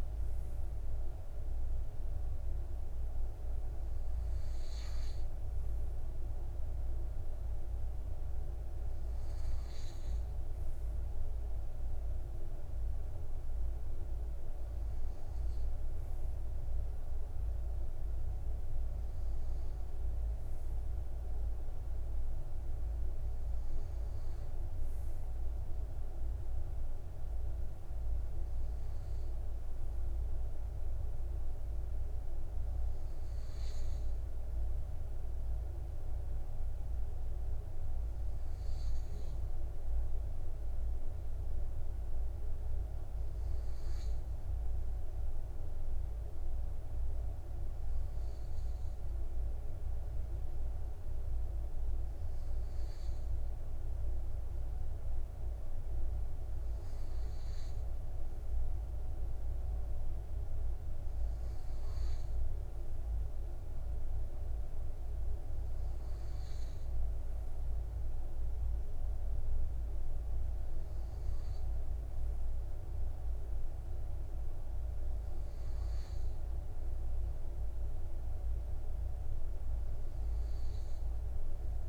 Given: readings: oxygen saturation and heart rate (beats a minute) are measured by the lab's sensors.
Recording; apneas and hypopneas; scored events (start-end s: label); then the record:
breathing in sleep, hard to hear, by a room microphone; none
4.00-81.89 s: new sleep stage, N2 (light sleep)
From the record:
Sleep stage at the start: N1 (lightest sleep); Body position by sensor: on the right side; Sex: male